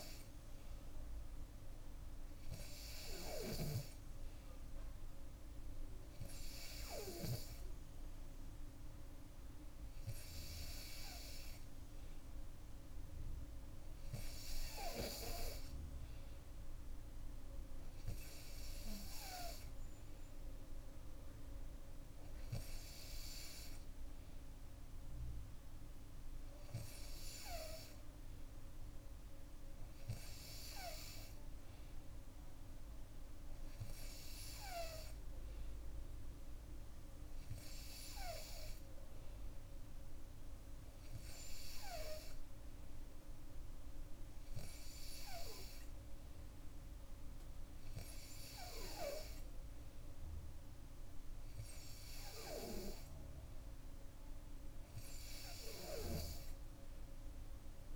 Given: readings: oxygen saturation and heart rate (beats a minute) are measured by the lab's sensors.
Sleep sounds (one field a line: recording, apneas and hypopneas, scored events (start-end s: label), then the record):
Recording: breathing in sleep by a room microphone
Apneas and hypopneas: none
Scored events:
none scored
From the record:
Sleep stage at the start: N2 (light sleep)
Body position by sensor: on the back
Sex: female